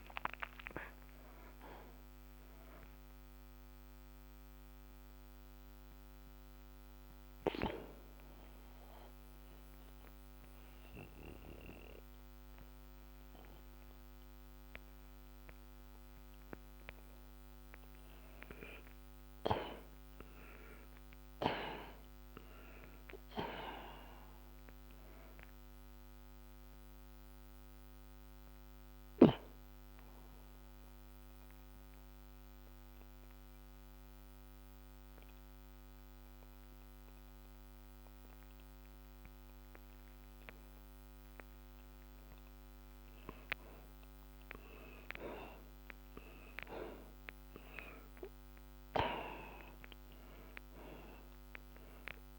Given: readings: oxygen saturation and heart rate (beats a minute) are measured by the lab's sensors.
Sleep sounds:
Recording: breathing in sleep by a microphone on the trachea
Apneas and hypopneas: 2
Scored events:
0.00-1.50 s: arousal
5.00-17.50 s: mixed apnea (oxygen 92% before, 76% lowest)
9.50-19.50 s: oxygen desaturation (device-marked, oxygen 92% before, 76% lowest)
19.00-23.00 s: arousal
28.50-40.50 s: obstructive apnea (oxygen 95% before, 76% lowest)
32.50-40.50 s: oxygen desaturation (device-marked, oxygen 95% before, 79% lowest)
43.50-47.50 s: arousal
47.50-52.38 s: oxygen desaturation (device-marked, oxygen 94% before, 76% lowest)
From the record:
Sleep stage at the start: N2 (light sleep)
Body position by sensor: on the back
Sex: male

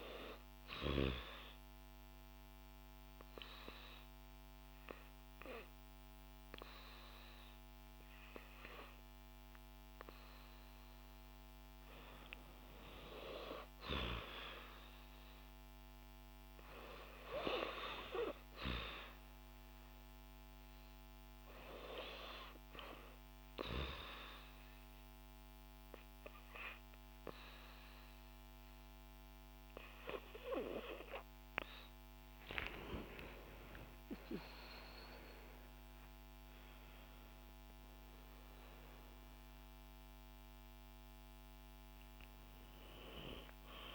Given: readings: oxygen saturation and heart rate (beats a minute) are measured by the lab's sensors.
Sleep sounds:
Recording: breathing in sleep by a microphone on the trachea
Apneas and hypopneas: 2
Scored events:
0.00-15.50 s: oxygen desaturation (device-marked, oxygen 90% lowest, heart rate 62 extreme)
0.50-11.00 s: obstructive apnea (oxygen 95% before, 89% lowest, heart rate 62 before, 64 extreme, up 2 after)
12.00-15.00 s: arousal
18.50-31.00 s: hypopnea (oxygen 94% before, 89% lowest, heart rate 64 before, 62 extreme, up 9 after)
32.00-35.50 s: arousal
From the record:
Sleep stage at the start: REM sleep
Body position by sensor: on the back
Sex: female

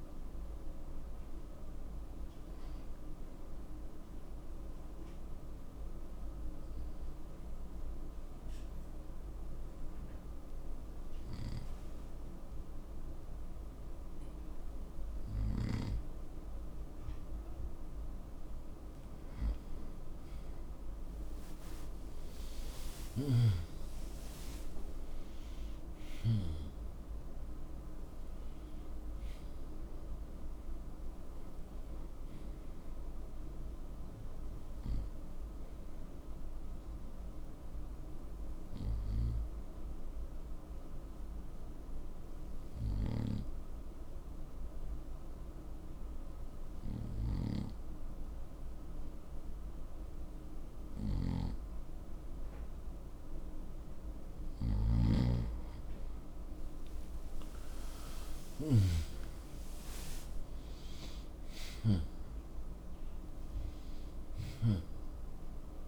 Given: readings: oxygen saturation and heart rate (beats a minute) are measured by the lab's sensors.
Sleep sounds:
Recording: breathing in sleep by a room microphone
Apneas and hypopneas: 2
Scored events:
3.50-18.50 s: obstructive apnea (oxygen 94% before, 90% lowest, heart rate 83 before, 65 extreme, up 18 after)
20.00-24.00 s: arousal
26.00-45.00 s: oxygen desaturation (device-marked, oxygen 95% before, 91% lowest, heart rate 73 before, 65 extreme)
35.00-55.50 s: mixed apnea (oxygen 95% before, 90% lowest, heart rate 79 before, 61 extreme, up 15 after)
57.50-62.50 s: arousal
58.00-65.88 s: oxygen desaturation (device-marked, oxygen 95% before, 90% lowest, heart rate 73 before, 61 extreme)
From the record:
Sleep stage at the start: N2 (light sleep)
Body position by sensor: on the right side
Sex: male

